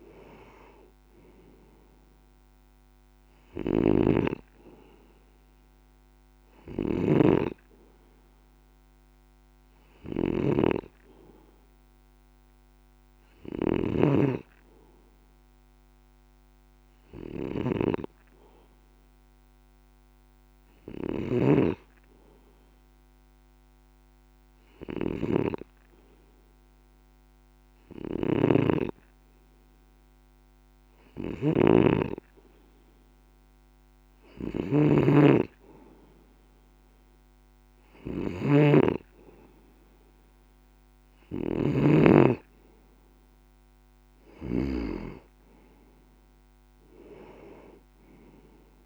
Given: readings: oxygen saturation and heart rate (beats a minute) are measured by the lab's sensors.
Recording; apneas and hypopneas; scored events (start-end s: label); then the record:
breathing in sleep by a microphone on the trachea; 1
3.00-44.50 s: snoring (device-marked)
9.50-33.00 s: hypopnea (oxygen 95% before, 93% lowest, heart rate 188 before, 107 extreme, up 50 after)
33.50-36.50 s: arousal
From the record:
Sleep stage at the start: N2 (light sleep); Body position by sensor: on the left side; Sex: male